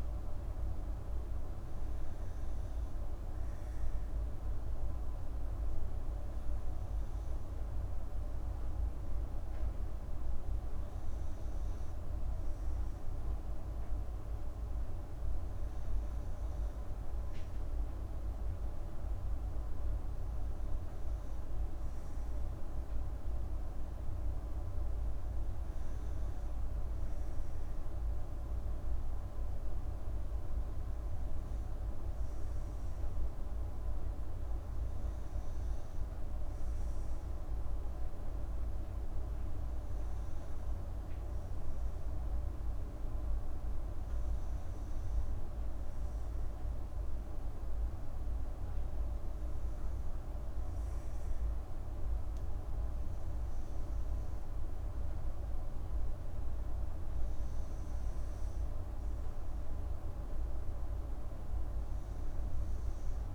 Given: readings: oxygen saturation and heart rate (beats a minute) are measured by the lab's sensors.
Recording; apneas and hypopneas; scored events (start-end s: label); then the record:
breathing in sleep, hard to hear, by a room microphone; none
none scored
From the record:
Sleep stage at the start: N2 (light sleep); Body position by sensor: on the back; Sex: female